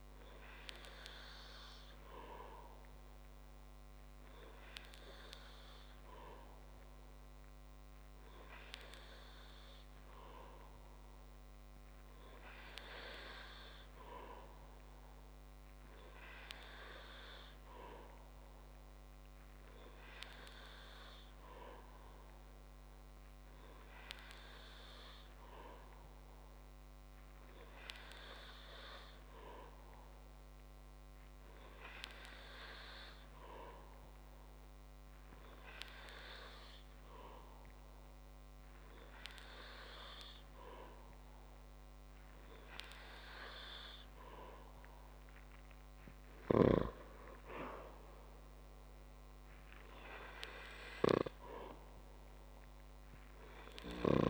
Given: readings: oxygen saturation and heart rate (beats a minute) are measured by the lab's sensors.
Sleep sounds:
breathing in sleep by a microphone on the trachea; none
none scored
From the record:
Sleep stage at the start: N3 (deep sleep); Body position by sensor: on the back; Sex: male

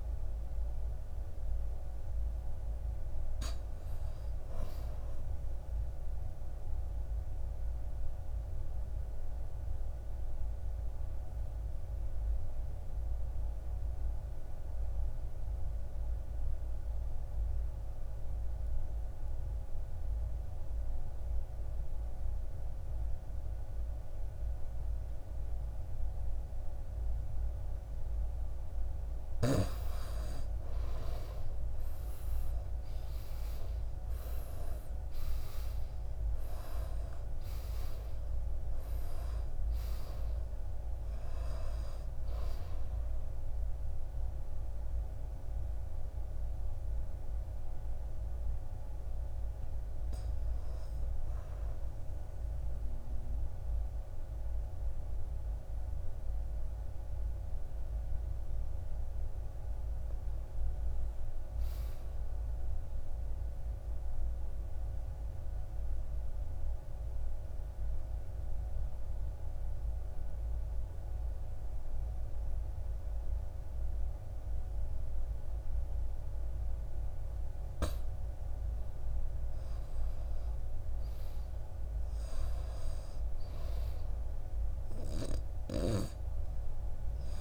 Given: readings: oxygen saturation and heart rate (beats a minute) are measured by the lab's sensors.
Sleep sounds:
breathing in sleep, hard to hear, by a room microphone; 3
0.00-6.50 s: oxygen desaturation (device-marked, oxygen 85% lowest, heart rate 56 extreme)
6.00-28.00 s: obstructive apnea (oxygen 94% before, 80% lowest, heart rate 62 before, 58 extreme, up 11 after)
13.50-20.50 s: oxygen desaturation (device-marked, oxygen 97% before, 92% lowest, heart rate 60 before, 59 extreme)
25.50-51.50 s: oxygen desaturation (device-marked, oxygen 94% before, 80% lowest, heart rate 60 before, 55 extreme)
30.50-35.50 s: arousal
43.50-57.00 s: hypopnea (oxygen 94% before, 80% lowest, heart rate 67 before, 55 extreme, up 3 after)
58.50-61.00 s: arousal
62.50-76.50 s: obstructive apnea (oxygen 98% before, 87% lowest, heart rate 59 before, 55 extreme, up 11 after)
79.50-83.50 s: arousal
79.50-87.41 s: oxygen desaturation (device-marked, oxygen 95% before, 87% lowest, heart rate 58 before, 54 extreme)
From the record:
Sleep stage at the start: N2 (light sleep); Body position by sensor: on the back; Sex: male

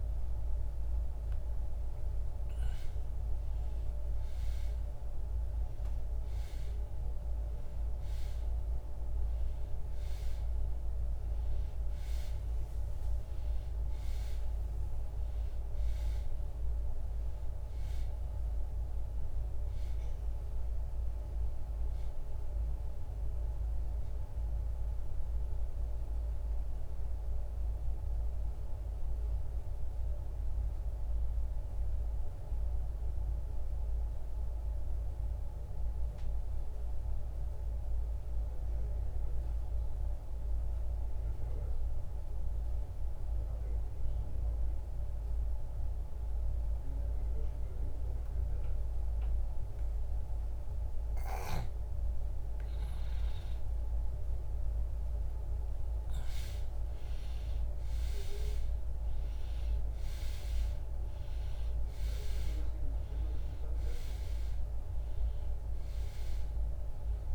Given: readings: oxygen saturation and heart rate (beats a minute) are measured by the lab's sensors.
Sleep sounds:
breathing in sleep, hard to hear, by a room microphone; 1
9.00-44.00 s: oxygen desaturation (device-marked, oxygen 97% before, 89% lowest, heart rate 66 before, 47 extreme)
28.00-51.50 s: mixed apnea (oxygen 98% before, 81% lowest, heart rate 67 before, 47 extreme, up 6 after)
28.00-67.35 s: new sleep stage, N2 (light sleep)
52.50-57.50 s: arousal
From the record:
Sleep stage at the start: N1 (lightest sleep); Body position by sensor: on the back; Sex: male

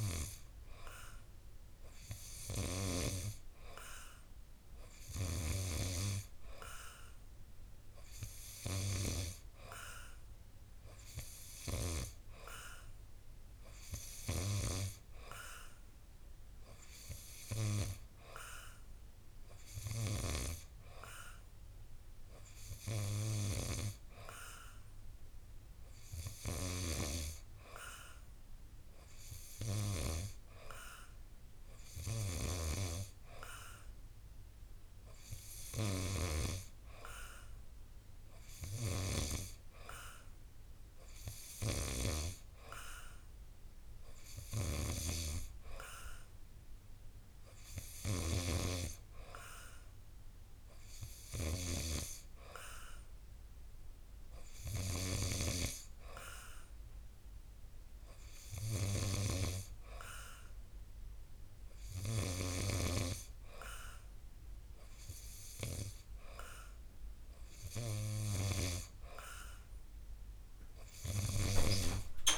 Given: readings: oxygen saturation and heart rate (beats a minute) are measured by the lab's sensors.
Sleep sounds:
breathing in sleep by a room microphone; none
61.00-72.37 s: new sleep stage, awake
From the record:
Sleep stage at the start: N2 (light sleep); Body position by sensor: on the back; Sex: male

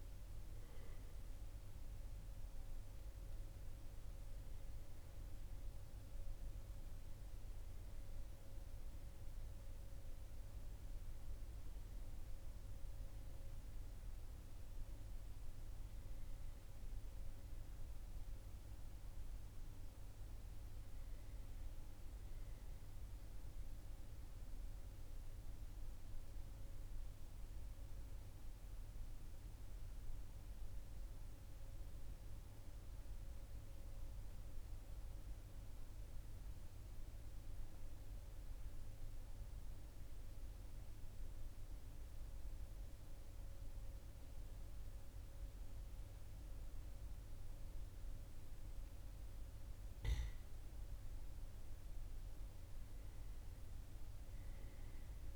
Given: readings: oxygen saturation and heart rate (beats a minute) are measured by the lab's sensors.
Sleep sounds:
a person partly awake in a sleep study, hard to hear, by a room microphone; 1
6.50-36.50 s: new sleep stage, N1 (lightest sleep)
8.50-20.50 s: oxygen desaturation (device-marked, oxygen 100% before, 97% lowest, heart rate 50 before, 40 extreme)
24.00-49.00 s: central apnea (oxygen 100% before, 95% lowest, heart rate 46 before, 40 extreme, up 2 after)
36.50-55.36 s: new sleep stage, N2 (light sleep)
52.00-55.36 s: arousal
From the record:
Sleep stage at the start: awake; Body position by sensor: on the back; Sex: male

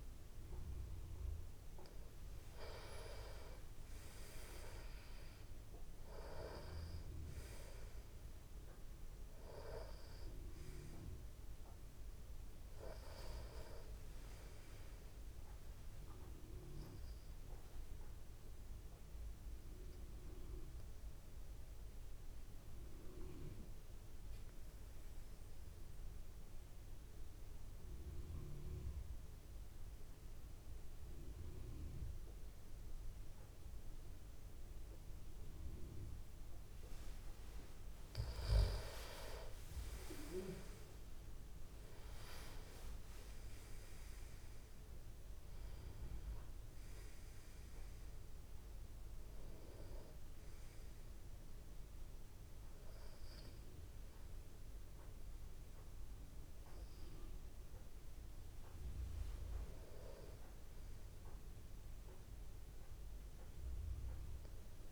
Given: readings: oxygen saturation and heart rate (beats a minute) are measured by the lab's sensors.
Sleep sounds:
breathing in sleep by a room microphone; 1
2.50-26.50 s: oxygen desaturation (device-marked, oxygen 97% before, 91% lowest)
5.50-10.50 s: tachycardia (device-marked, heart rate 56 before, 107 extreme)
22.00-37.50 s: obstructive apnea (oxygen 97% before, 90% lowest)
40.00-43.00 s: arousal
42.50-64.50 s: oxygen desaturation (device-marked, oxygen 97% before, 90% lowest)
From the record:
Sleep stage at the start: N2 (light sleep); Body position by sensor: on the back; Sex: male

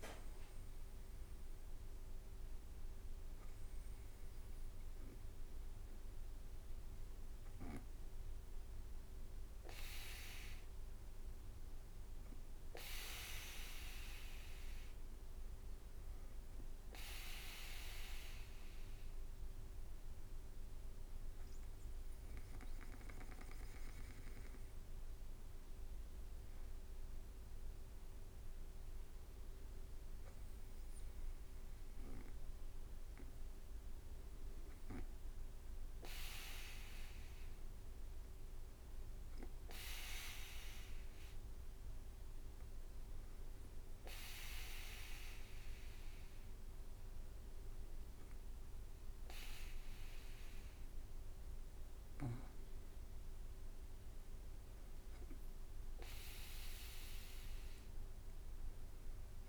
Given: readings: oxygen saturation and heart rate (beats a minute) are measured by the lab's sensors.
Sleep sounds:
breathing in sleep by a room microphone; none
7.50-59.49 s: new sleep stage, N2 (light sleep)
From the record:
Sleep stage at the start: N1 (lightest sleep); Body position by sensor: on the back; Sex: female

